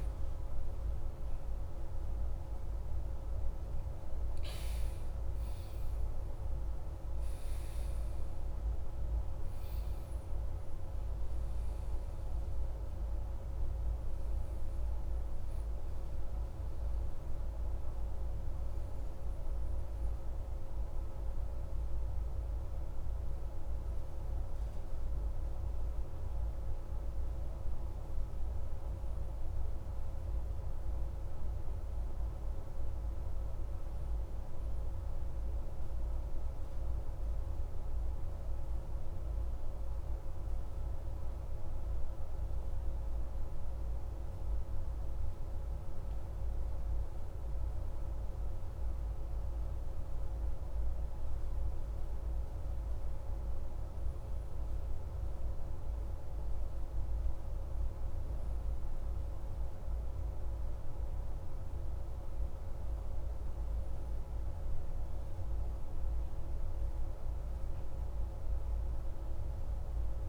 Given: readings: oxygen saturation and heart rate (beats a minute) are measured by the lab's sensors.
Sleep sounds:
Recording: breathing in sleep, hard to hear, by a room microphone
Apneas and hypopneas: 1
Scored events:
0.00-5.00 s: arousal
0.00-21.00 s: oxygen desaturation (device-marked, oxygen 91% lowest)
31.50-36.00 s: arousal
39.00-53.50 s: hypopnea (oxygen 94% before, 95% lowest, heart rate 38 before, 34 extreme, up 2 after)
56.50-61.50 s: arousal
From the record:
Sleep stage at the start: N1 (lightest sleep)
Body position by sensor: on the back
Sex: male

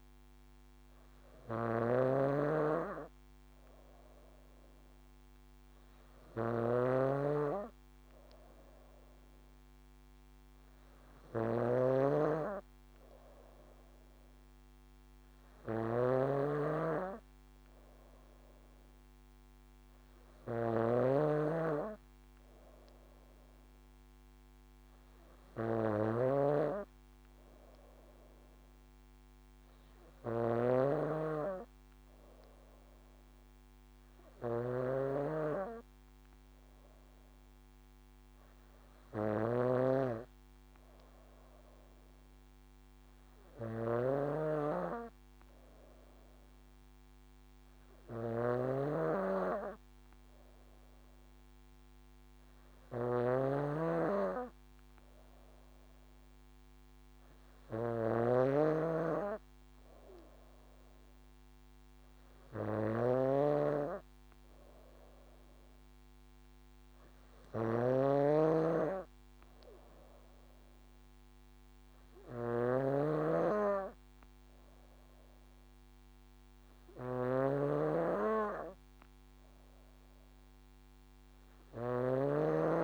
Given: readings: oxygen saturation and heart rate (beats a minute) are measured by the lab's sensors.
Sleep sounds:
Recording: breathing in sleep by a microphone on the trachea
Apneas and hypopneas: none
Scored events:
0.00-82.84 s: snoring (device-marked)
From the record:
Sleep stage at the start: N2 (light sleep)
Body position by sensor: on the back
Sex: female

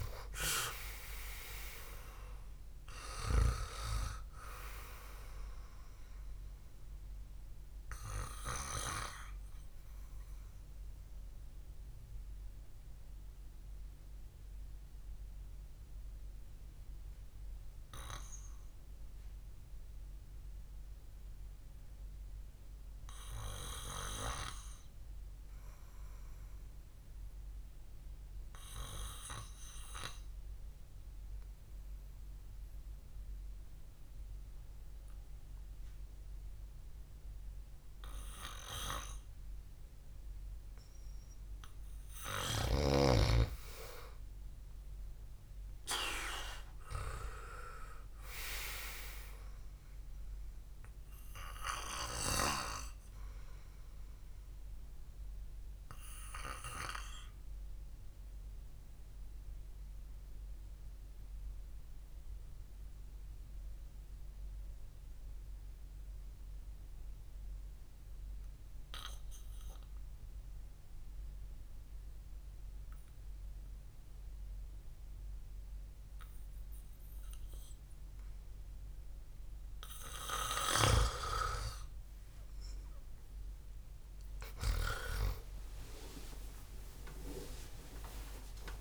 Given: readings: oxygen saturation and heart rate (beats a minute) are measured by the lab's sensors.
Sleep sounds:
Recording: breathing in sleep by a room microphone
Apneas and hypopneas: 2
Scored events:
10.00-42.00 s: mixed apnea (oxygen 98% before, 90% lowest, heart rate 63 before, 58 extreme, up 4 after)
20.50-27.50 s: oxygen desaturation (device-marked, oxygen 96% before, 93% lowest, heart rate 63 before, 58 extreme)
38.50-76.50 s: oxygen desaturation (device-marked, oxygen 99% before, 90% lowest, heart rate 67 before, 57 extreme)
44.00-48.00 s: arousal
55.50-78.00 s: obstructive apnea (oxygen 99% before, 90% lowest, heart rate 62 before, 57 extreme, up 7 after)
83.50-88.81 s: arousal
From the record:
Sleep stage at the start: REM sleep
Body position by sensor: on the back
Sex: male

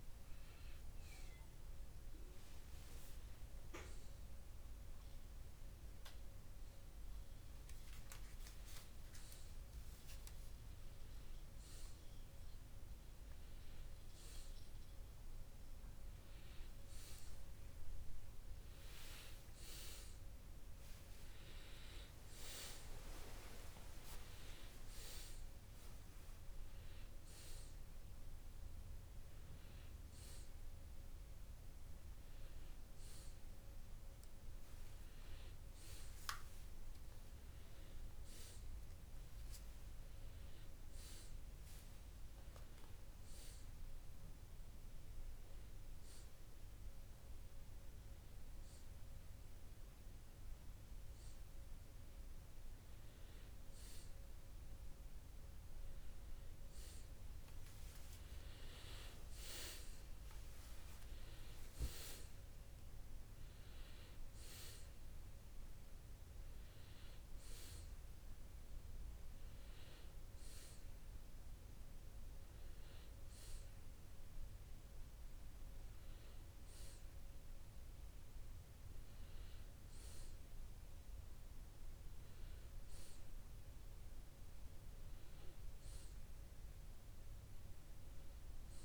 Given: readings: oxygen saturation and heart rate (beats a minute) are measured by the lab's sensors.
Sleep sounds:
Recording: a person awake in a sleep study, by a room microphone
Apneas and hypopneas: none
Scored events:
none scored
From the record:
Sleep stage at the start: awake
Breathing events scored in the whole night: 220 in 4.2 hours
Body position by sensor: on the back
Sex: male

